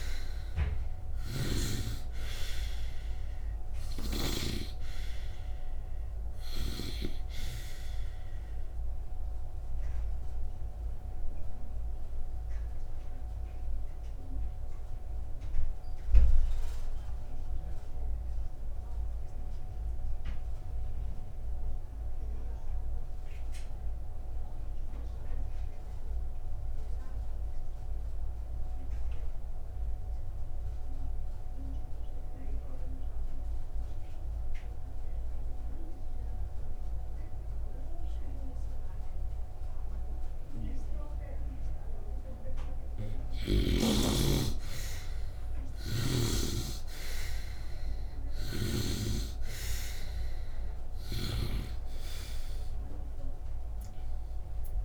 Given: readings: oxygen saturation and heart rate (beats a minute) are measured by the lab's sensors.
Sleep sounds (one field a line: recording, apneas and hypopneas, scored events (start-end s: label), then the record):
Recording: breathing in sleep by a room microphone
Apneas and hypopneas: 1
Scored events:
0.00-1.00 s: arousal
0.00-5.00 s: snoring (device-marked)
0.00-21.50 s: oxygen desaturation (device-marked, oxygen 75% lowest, heart rate 53 extreme)
9.50-43.00 s: obstructive apnea (oxygen 98% before, 74% lowest, heart rate 62 before, 53 extreme, up 7 after)
38.50-54.85 s: oxygen desaturation (device-marked, oxygen 97% before, 74% lowest, heart rate 66 before, 54 extreme)
50.00-54.50 s: arousal
From the record:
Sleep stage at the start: N2 (light sleep)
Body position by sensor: upright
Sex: male